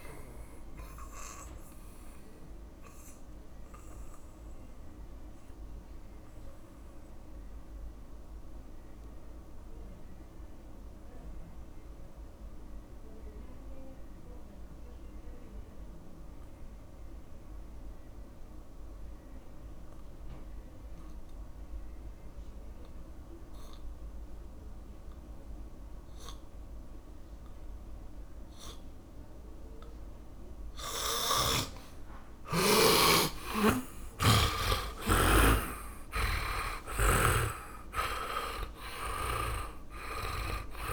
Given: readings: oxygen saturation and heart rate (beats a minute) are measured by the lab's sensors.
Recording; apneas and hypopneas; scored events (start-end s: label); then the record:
breathing in sleep by a room microphone; 1
2.50-23.50 s: oxygen desaturation (device-marked, oxygen 94% before, 80% lowest, heart rate 59 before, 49 extreme)
3.00-31.50 s: obstructive apnea (oxygen 100% before, 79% lowest, heart rate 59 before, 49 extreme, up 20 after)
33.50-40.50 s: arousal
34.50-40.92 s: oxygen desaturation (device-marked, oxygen 100% before, 90% lowest, heart rate 55 before, 55 extreme)
36.50-40.00 s: snoring (device-marked)
From the record:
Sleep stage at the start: N2 (light sleep); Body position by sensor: on the back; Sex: male